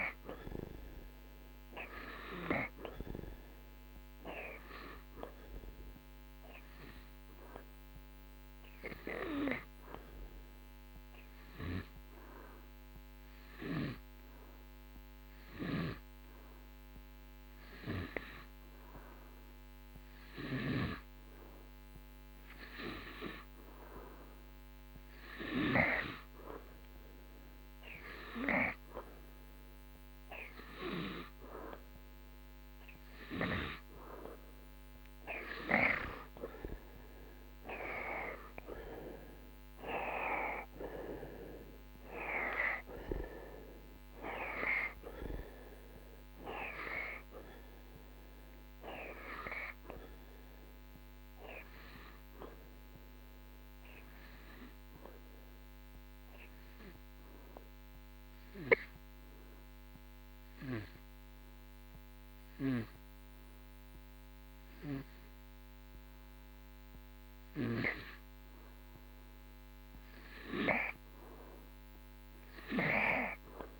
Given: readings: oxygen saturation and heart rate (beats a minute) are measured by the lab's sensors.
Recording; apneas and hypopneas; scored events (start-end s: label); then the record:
breathing in sleep by a microphone on the trachea; 2
0.00-24.00 s: oxygen desaturation (device-marked, oxygen 93% before, 88% lowest)
7.00-24.50 s: hypopnea (oxygen 93% before, 87% lowest)
31.00-36.50 s: arousal
39.00-55.00 s: oxygen desaturation (device-marked, oxygen 92% before, 87% lowest)
53.00-68.50 s: hypopnea (oxygen 92% before, 86% lowest)
From the record:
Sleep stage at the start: N2 (light sleep); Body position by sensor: on the right side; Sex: male